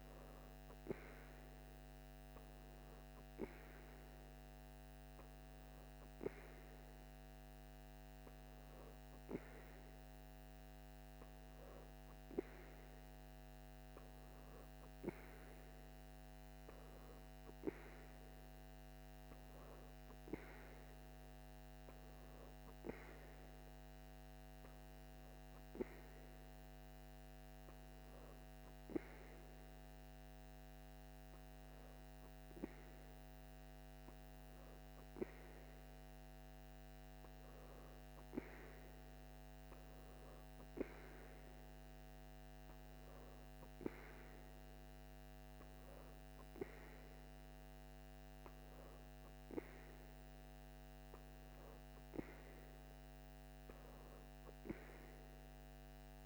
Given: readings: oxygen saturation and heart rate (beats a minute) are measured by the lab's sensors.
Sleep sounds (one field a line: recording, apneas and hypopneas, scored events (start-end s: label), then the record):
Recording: breathing in sleep by a microphone on the trachea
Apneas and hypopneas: none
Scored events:
none scored
From the record:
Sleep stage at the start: N3 (deep sleep)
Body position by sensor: on the back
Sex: female